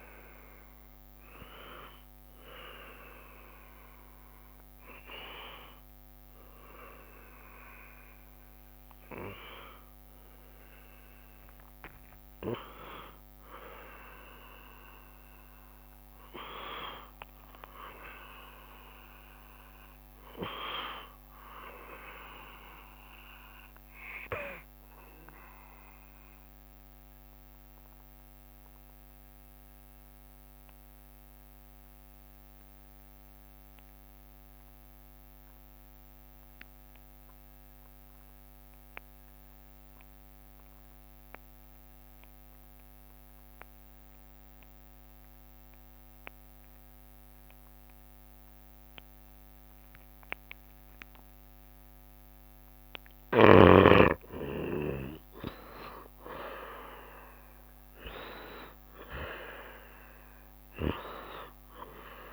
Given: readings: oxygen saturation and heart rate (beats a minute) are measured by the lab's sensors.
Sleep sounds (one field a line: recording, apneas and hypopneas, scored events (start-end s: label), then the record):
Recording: breathing in sleep by a microphone on the trachea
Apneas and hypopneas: 2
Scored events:
0.00-11.50 s: oxygen desaturation (device-marked, oxygen 67% lowest, heart rate 66 extreme)
1.50-12.50 s: obstructive apnea (oxygen 92% before, 67% lowest, heart rate 78 before, 66 extreme, up 0 after)
14.00-19.00 s: arousal
26.50-52.50 s: obstructive apnea (oxygen 92% before, 72% lowest, heart rate 70 before, 66 extreme, up 5 after)
27.50-34.50 s: oxygen desaturation (device-marked, oxygen 92% before, 86% lowest, heart rate 70 before, 66 extreme)
42.50-62.33 s: oxygen desaturation (device-marked, oxygen 88% before, 72% lowest, heart rate 68 before, 69 extreme)
54.50-58.00 s: arousal
From the record:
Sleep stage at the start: N2 (light sleep)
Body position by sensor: on the back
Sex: male